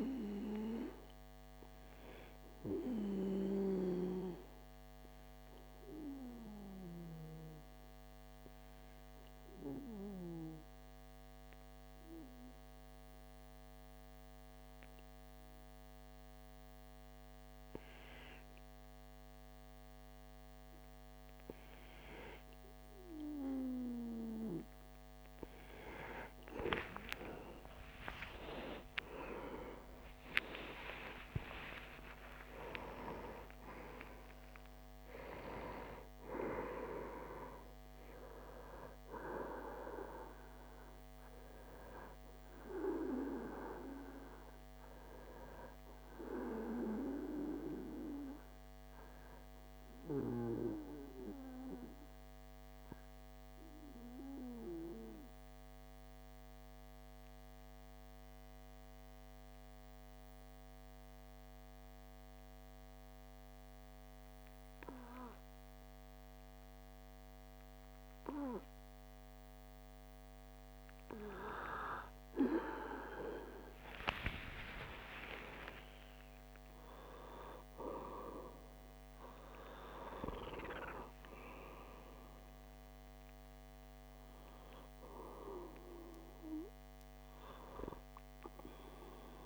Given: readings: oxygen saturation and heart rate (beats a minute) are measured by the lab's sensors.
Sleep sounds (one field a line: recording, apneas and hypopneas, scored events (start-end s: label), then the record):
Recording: breathing in sleep by a microphone on the trachea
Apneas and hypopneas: 2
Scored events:
2.50-21.00 s: obstructive apnea (oxygen 96% before, 93% lowest)
26.00-31.50 s: arousal
27.00-52.00 s: oxygen desaturation (device-marked, oxygen 96% before, 93% lowest)
50.50-71.00 s: obstructive apnea (oxygen 96% before, 94% lowest)
73.00-77.00 s: arousal
From the record:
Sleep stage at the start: N2 (light sleep)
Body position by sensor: on the back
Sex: male